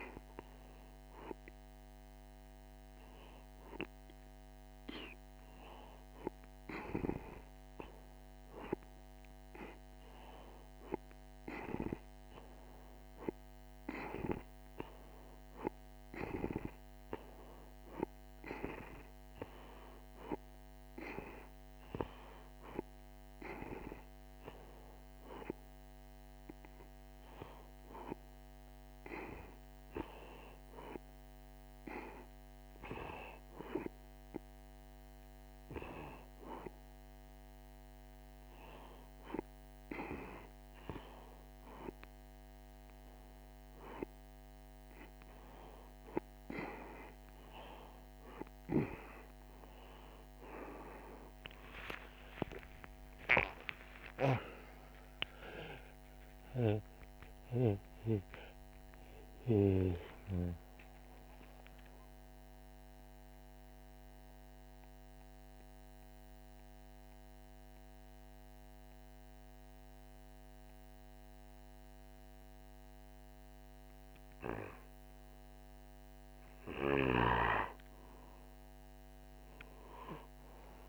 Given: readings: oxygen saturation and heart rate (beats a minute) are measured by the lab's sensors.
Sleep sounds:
a person awake in a sleep study, by a microphone on the trachea; none
none scored
From the record:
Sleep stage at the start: awake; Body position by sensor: on the right side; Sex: male

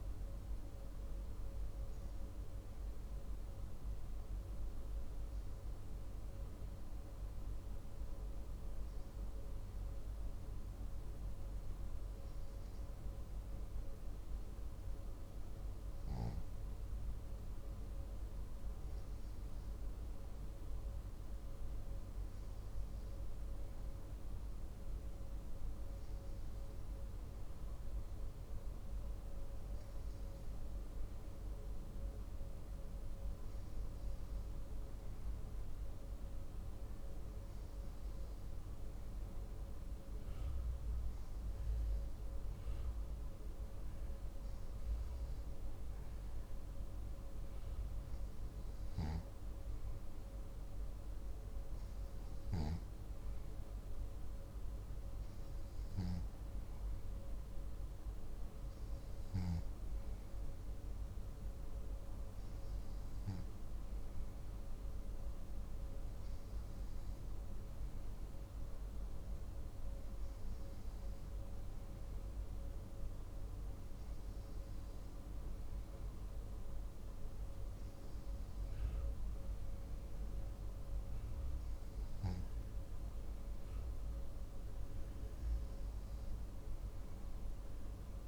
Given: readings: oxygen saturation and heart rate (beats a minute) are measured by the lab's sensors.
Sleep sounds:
breathing in sleep, hard to hear, by a room microphone; none
none scored
From the record:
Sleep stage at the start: N2 (light sleep); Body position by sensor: on the back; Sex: male

